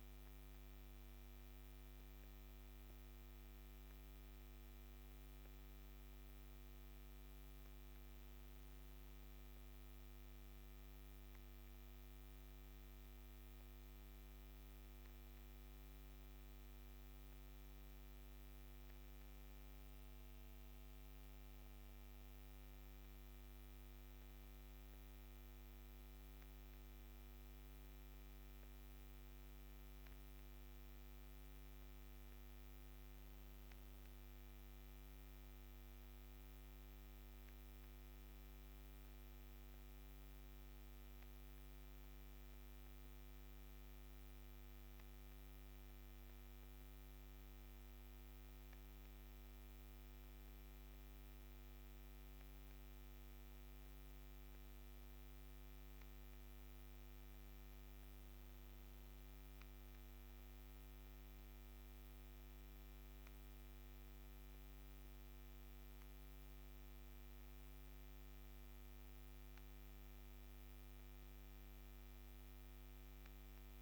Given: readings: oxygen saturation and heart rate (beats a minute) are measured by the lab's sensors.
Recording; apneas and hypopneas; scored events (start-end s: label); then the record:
a person awake in a sleep study, hard to hear, by a microphone on the trachea; none
none scored
From the record:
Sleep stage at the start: awake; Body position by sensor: on the back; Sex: female